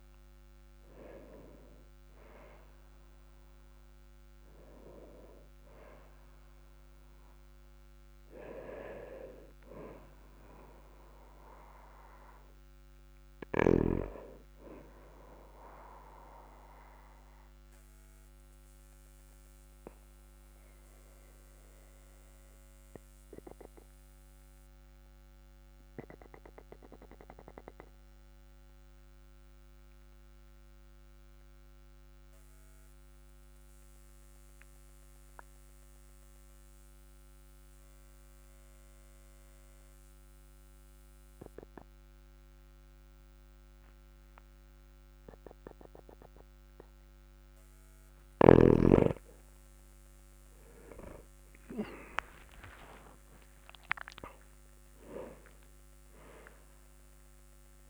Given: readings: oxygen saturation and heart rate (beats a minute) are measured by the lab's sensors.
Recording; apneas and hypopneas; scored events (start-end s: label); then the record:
breathing in sleep by a microphone on the trachea; 1
11.50-27.50 s: oxygen desaturation (device-marked, oxygen 98% before, 95% lowest, heart rate 52 before, 42 extreme)
16.50-47.00 s: obstructive apnea (oxygen 99% before, 94% lowest, heart rate 52 before, 42 extreme, up 8 after)
53.50-57.90 s: arousal
From the record:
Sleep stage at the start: N2 (light sleep); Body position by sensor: on the back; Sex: male